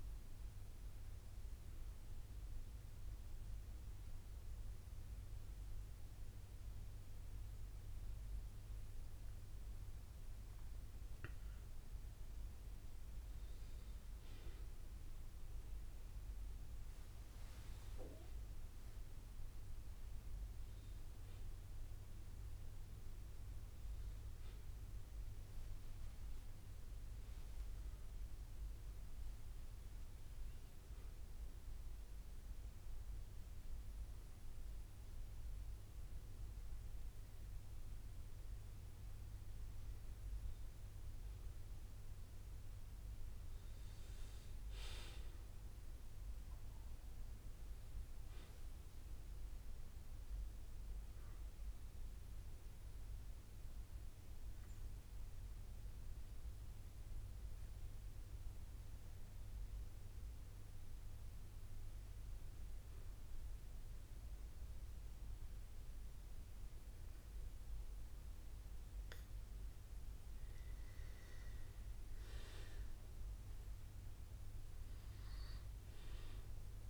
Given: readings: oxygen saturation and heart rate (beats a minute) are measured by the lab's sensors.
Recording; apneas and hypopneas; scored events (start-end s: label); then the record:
breathing in sleep, hard to hear, by a room microphone; 2
14.50-19.50 s: arousal
31.00-41.00 s: hypopnea (oxygen 96% before, 94% lowest, heart rate 65 before, 60 extreme, up 3 after)
42.50-46.50 s: arousal
43.50-76.89 s: new sleep stage, N2 (light sleep)
49.50-59.50 s: obstructive apnea (oxygen 95% before, 94% lowest, heart rate 62 before, 58 extreme, up 1 after)
62.00-66.00 s: arousal
64.50-66.50 s: bradycardia (device-marked, heart rate 62 before, 60 extreme)
From the record:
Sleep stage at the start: N1 (lightest sleep); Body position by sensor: on the back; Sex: male